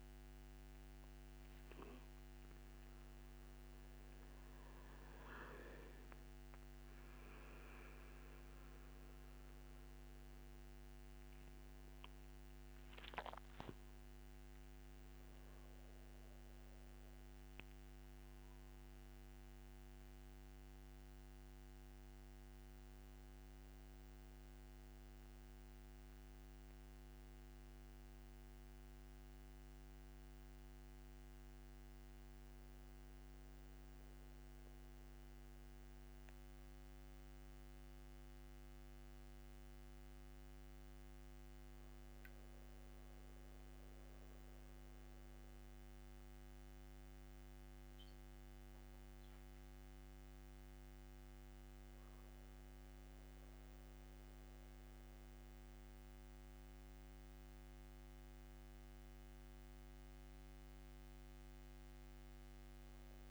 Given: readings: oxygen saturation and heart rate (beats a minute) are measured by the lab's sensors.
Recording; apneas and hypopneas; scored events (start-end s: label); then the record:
a person awake in a sleep study, hard to hear, by a microphone on the trachea; none
none scored
From the record:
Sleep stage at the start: awake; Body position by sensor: on the back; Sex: male